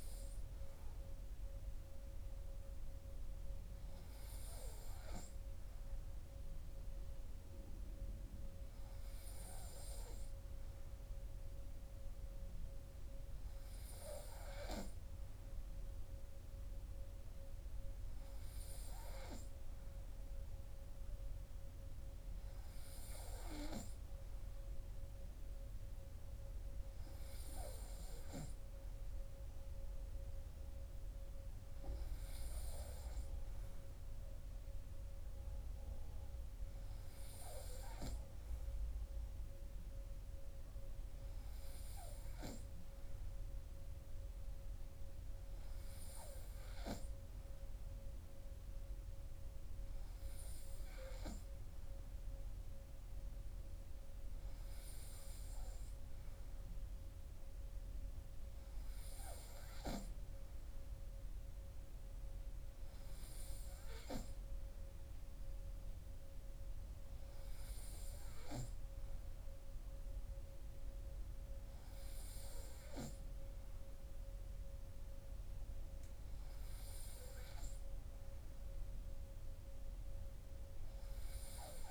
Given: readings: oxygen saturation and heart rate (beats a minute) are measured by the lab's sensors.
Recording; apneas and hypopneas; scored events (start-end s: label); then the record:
breathing in sleep by a room microphone; none
none scored
From the record:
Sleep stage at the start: N3 (deep sleep); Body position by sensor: on the right side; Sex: male